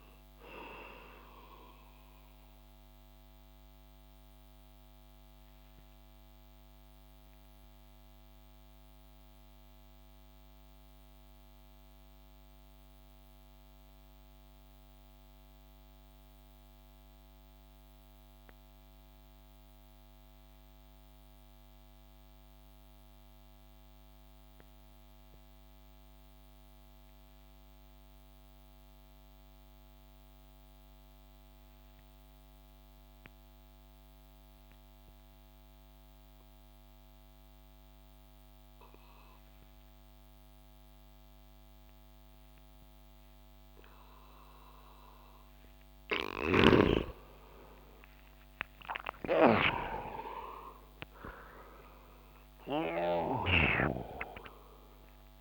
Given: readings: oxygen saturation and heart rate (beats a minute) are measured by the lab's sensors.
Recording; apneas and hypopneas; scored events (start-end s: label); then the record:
breathing in sleep by a microphone on the trachea; 1
2.50-45.50 s: mixed apnea (oxygen 94% before, 88% lowest)
29.00-55.41 s: oxygen desaturation (device-marked, oxygen 98% before, 88% lowest)
46.00-53.00 s: snoring (device-marked)
47.00-52.00 s: arousal
From the record:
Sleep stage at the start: N2 (light sleep); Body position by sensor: on the back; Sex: male